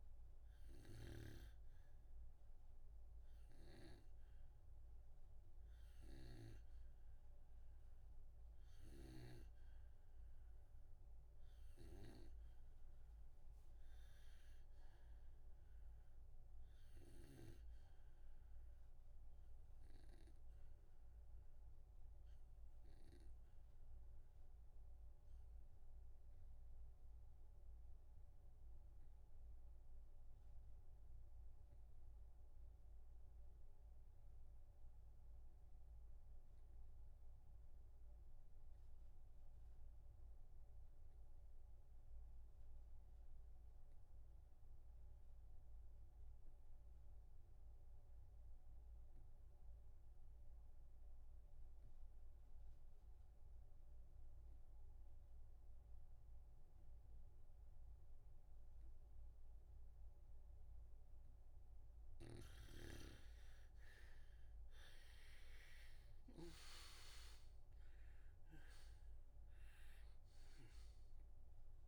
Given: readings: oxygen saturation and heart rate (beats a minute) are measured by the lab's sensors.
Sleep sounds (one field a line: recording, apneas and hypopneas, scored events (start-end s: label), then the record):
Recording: breathing in sleep by a room microphone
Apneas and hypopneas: 1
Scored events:
0.00-2.00 s: arousal
0.00-9.50 s: snoring (device-marked)
4.50-26.50 s: oxygen desaturation (device-marked, oxygen 98% before, 89% lowest, heart rate 67 before, 59 extreme)
21.00-61.50 s: obstructive apnea (oxygen 98% before, 78% lowest, heart rate 67 before, 55 extreme, up 6 after)
55.50-71.88 s: oxygen desaturation (device-marked, oxygen 93% before, 87% lowest, heart rate 60 before, 55 extreme)
64.00-70.50 s: arousal
From the record:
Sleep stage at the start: REM sleep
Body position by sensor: on the back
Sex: male